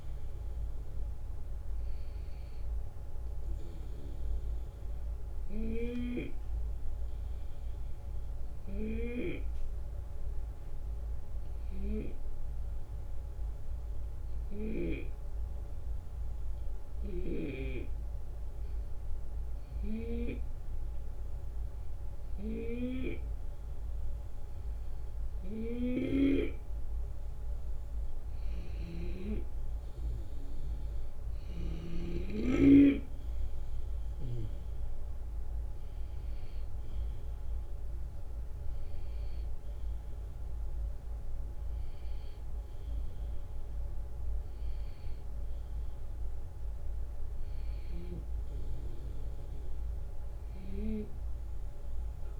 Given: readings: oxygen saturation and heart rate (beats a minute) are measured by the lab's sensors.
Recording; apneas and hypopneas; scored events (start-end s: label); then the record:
breathing in sleep by a room microphone; 1
0.00-6.00 s: drop in pulse transit time (device-marked, heart rate 78 extreme)
7.00-26.00 s: hypopnea (oxygen 94% before, 90% lowest, heart rate 78 before, 71 extreme, up 7 after)
25.50-32.00 s: snoring (device-marked)
29.50-33.50 s: arousal
34.00-47.00 s: drop in pulse transit time (device-marked, heart rate 74 before, 77 extreme)
39.00-45.00 s: oxygen desaturation (device-marked, oxygen 93% before, 90% lowest, heart rate 75 before, 73 extreme)
From the record:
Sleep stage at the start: N2 (light sleep); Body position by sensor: on the left side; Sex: male